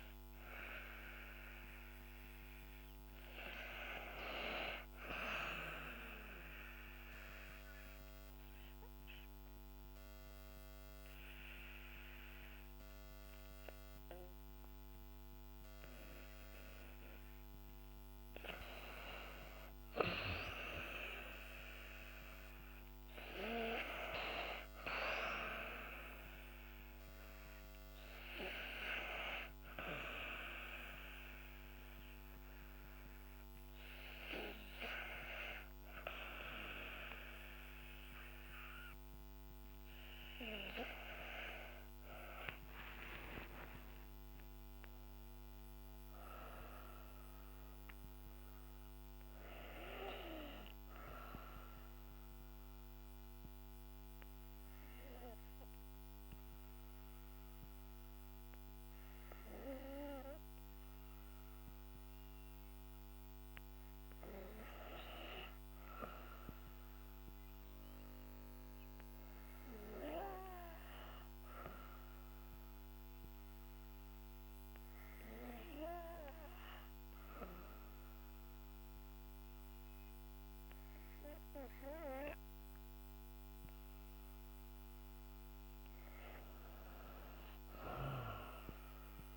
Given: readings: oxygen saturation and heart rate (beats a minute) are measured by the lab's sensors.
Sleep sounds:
breathing in sleep by a microphone on the trachea; 3
6.50-16.50 s: obstructive apnea (oxygen 96% before, 90% lowest, heart rate 62 before, 54 extreme, up 7 after)
11.00-21.00 s: oxygen desaturation (device-marked, oxygen 96% before, 93% lowest, heart rate 62 before, 54 extreme)
20.00-24.00 s: arousal
26.00-37.00 s: oxygen desaturation (device-marked, oxygen 95% before, 90% lowest, heart rate 58 before, 56 extreme)
42.00-46.50 s: arousal
51.50-62.50 s: obstructive apnea (oxygen 96% before, 88% lowest, heart rate 62 before, 55 extreme, up 4 after)
65.00-68.50 s: arousal
73.00-80.00 s: oxygen desaturation (device-marked, oxygen 97% before, 92% lowest, heart rate 57 before, 58 extreme)
73.00-84.00 s: hypopnea (oxygen 97% before, 88% lowest, heart rate 57 before, 58 extreme, up 6 after)
86.00-89.37 s: oxygen desaturation (device-marked, oxygen 94% before, 88% lowest, heart rate 59 before, 59 extreme)
87.50-89.37 s: arousal
From the record:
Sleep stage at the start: N2 (light sleep); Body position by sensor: on the back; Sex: female

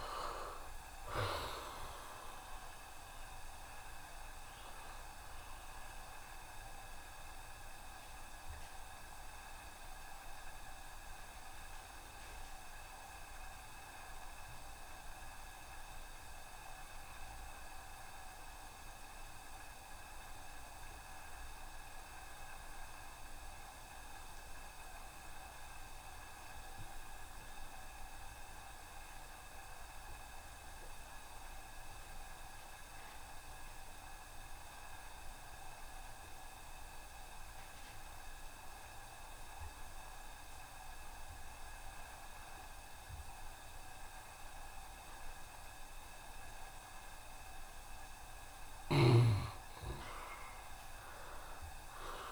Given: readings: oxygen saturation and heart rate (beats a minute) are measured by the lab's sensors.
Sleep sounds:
breathing in sleep by a room microphone; 1
0.00-28.00 s: oxygen desaturation (device-marked, oxygen 76% lowest, heart rate 68 extreme)
3.50-47.00 s: mixed apnea (oxygen 91% before, 74% lowest, heart rate 73 before, 68 extreme, up 11 after)
33.00-52.32 s: oxygen desaturation (device-marked, oxygen 95% before, 74% lowest, heart rate 69 before, 69 extreme)
From the record:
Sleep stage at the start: N2 (light sleep); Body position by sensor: on the right side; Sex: male

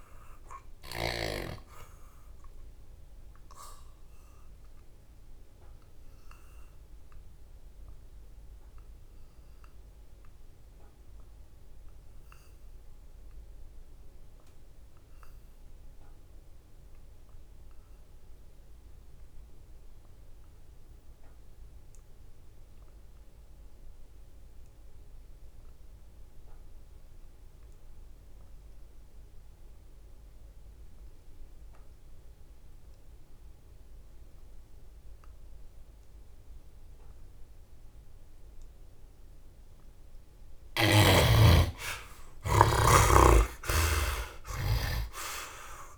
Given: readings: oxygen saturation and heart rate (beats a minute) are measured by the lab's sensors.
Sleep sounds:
breathing in sleep by a room microphone; 1
0.00-1.00 s: snoring (device-marked)
0.00-18.00 s: oxygen desaturation (device-marked, oxygen 55% lowest, heart rate 65 extreme)
2.00-38.50 s: obstructive apnea (oxygen 92% before, 51% lowest, heart rate 75 before, 65 extreme, up 10 after)
29.00-45.98 s: oxygen desaturation (device-marked, oxygen 93% before, 51% lowest, heart rate 68 before, 64 extreme)
40.00-43.50 s: arousal
42.50-45.98 s: snoring (device-marked)
From the record:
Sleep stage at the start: N2 (light sleep); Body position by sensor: on the back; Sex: male

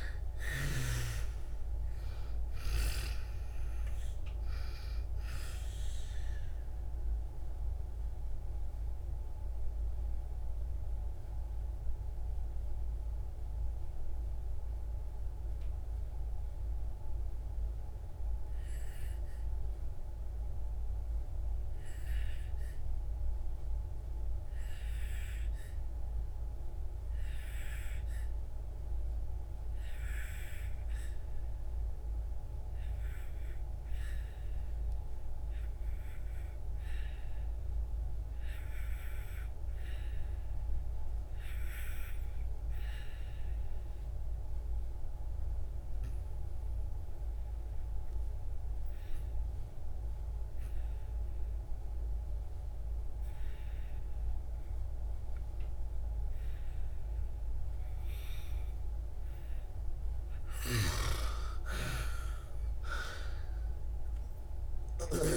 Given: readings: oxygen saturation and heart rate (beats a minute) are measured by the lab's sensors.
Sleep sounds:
breathing in sleep by a room microphone; 1
0.00-1.00 s: snoring (device-marked)
0.00-28.00 s: oxygen desaturation (device-marked, oxygen 75% lowest, heart rate 47 extreme)
7.50-60.00 s: mixed apnea (oxygen 98% before, 65% lowest, heart rate 59 before, 51 extreme, up 37 after)
34.00-65.37 s: oxygen desaturation (device-marked, oxygen 98% before, 65% lowest, heart rate 62 before, 51 extreme)
61.50-65.37 s: arousal
From the record:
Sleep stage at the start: N2 (light sleep); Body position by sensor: on the back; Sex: female

